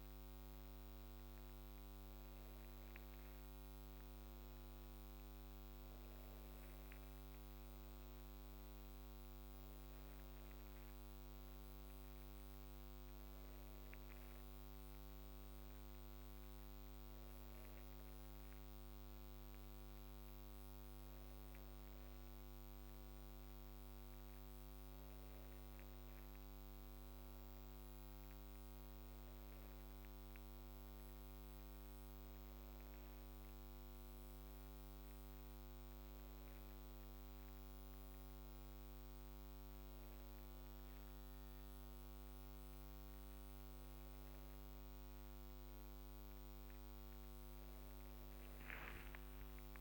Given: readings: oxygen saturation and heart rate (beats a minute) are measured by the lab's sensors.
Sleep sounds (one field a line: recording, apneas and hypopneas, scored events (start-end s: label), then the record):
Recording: breathing in sleep, hard to hear, by a microphone on the trachea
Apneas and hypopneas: none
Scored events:
41.50-49.81 s: new sleep stage, awake
From the record:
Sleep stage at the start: N1 (lightest sleep)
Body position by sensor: on the back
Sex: female